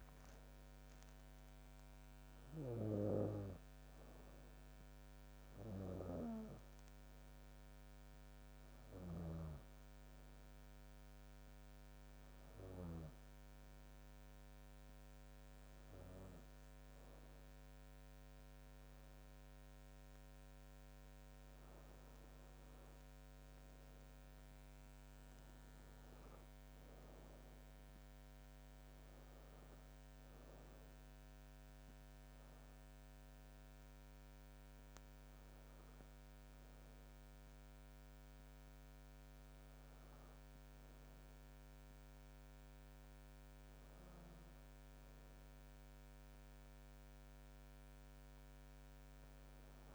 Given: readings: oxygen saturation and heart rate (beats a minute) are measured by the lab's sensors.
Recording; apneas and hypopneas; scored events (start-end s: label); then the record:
breathing in sleep by a microphone on the trachea; 1
0.00-17.00 s: oxygen desaturation (device-marked, oxygen 93% lowest, heart rate 61 extreme)
5.50-17.00 s: hypopnea (oxygen 99% before, 93% lowest, heart rate 75 before, 61 extreme, up 0 after)
24.00-27.50 s: arousal
26.00-44.00 s: oxygen desaturation (device-marked, oxygen 97% before, 93% lowest, heart rate 71 before, 61 extreme)
From the record:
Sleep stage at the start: N2 (light sleep); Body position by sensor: on the back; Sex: female